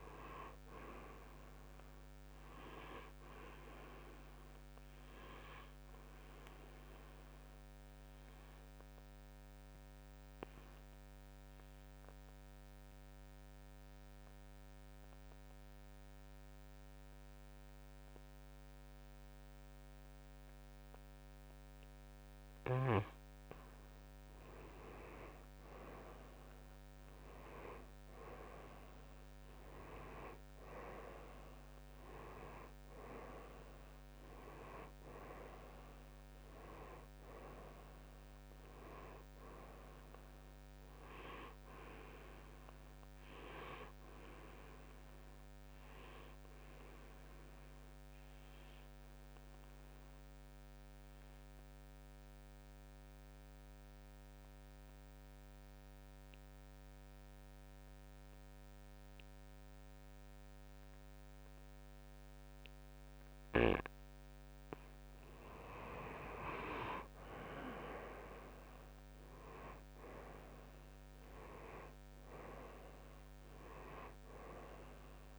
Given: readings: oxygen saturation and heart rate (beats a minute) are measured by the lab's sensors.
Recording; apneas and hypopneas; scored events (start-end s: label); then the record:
breathing in sleep by a microphone on the trachea; 2
5.50-25.50 s: oxygen desaturation (device-marked, oxygen 94% before, 90% lowest, heart rate 64 before, 57 extreme)
6.50-23.00 s: obstructive apnea (oxygen 96% before, 90% lowest, heart rate 64 before, 57 extreme, up 9 after)
26.00-30.50 s: arousal
48.50-64.00 s: obstructive apnea (oxygen 96% before, 91% lowest, heart rate 65 before, 56 extreme, up 10 after)
51.50-63.50 s: oxygen desaturation (device-marked, oxygen 95% before, 91% lowest, heart rate 64 before, 57 extreme)
66.50-72.00 s: arousal
From the record:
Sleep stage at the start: N2 (light sleep); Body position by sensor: on the right side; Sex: male